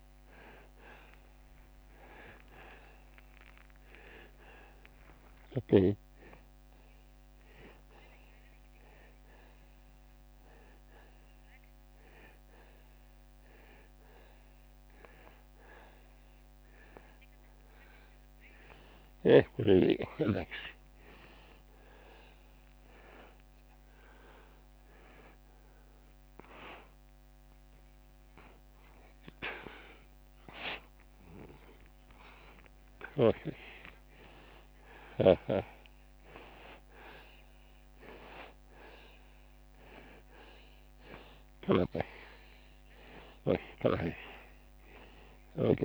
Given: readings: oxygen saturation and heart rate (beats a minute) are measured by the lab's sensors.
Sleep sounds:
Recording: a person awake in a sleep study, by a microphone on the trachea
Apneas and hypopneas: none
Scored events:
5.00-15.00 s: oxygen desaturation (device-marked, oxygen 92% before, 89% lowest, heart rate 111 before, 86 extreme)
20.50-22.50 s: long interval between heartbeats (device-marked, heart rate 92 before, 97 extreme)
21.00-39.00 s: oxygen desaturation (device-marked, oxygen 93% before, 89% lowest, heart rate 92 before, 86 extreme)
35.00-41.00 s: tachycardia (device-marked, heart rate 111 before, 107 extreme)
38.00-40.00 s: long interval between heartbeats (device-marked, heart rate 91 before, 106 extreme)
From the record:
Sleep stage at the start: awake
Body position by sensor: on the back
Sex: male

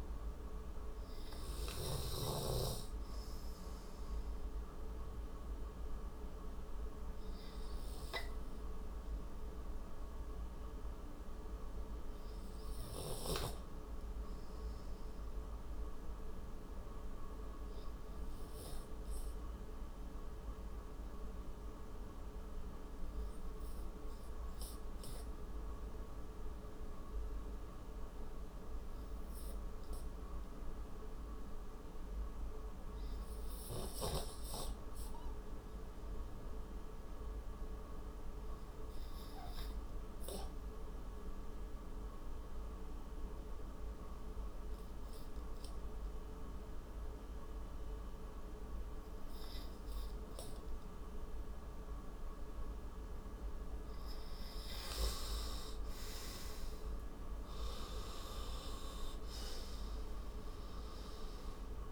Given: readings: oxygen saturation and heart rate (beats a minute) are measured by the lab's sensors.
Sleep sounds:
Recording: breathing in sleep, hard to hear, by a room microphone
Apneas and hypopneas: 1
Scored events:
10.50-52.50 s: obstructive apnea (oxygen 92% before, 85% lowest)
44.00-61.92 s: oxygen desaturation (device-marked, oxygen 97% before, 85% lowest)
55.00-59.00 s: arousal
From the record:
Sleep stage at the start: N2 (light sleep)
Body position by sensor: on the right side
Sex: male

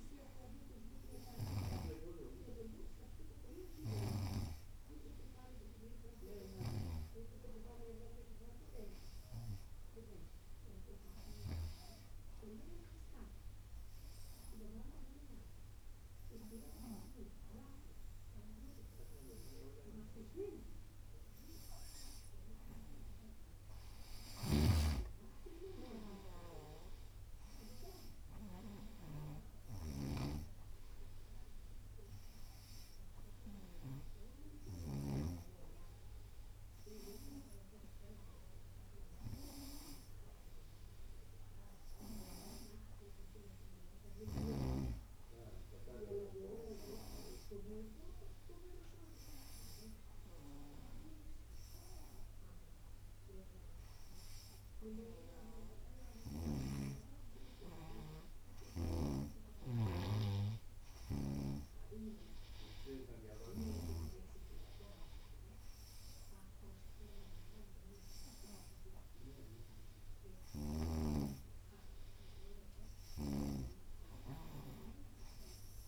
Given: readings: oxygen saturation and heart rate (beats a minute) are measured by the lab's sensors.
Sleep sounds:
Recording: breathing in sleep by a room microphone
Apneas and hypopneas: 1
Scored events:
0.00-12.00 s: snoring (device-marked)
7.50-11.50 s: arousal
14.00-24.50 s: hypopnea (oxygen 94% before, 89% lowest, heart rate 91 before, 91 extreme, up 2 after)
24.50-34.00 s: snoring (device-marked)
26.00-28.50 s: arousal
28.00-46.00 s: oxygen desaturation (device-marked, oxygen 93% before, 89% lowest, heart rate 91 before, 91 extreme)
59.00-64.00 s: snoring (device-marked)
73.00-75.88 s: snoring (device-marked)
From the record:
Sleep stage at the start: N2 (light sleep)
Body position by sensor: on the right side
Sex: female

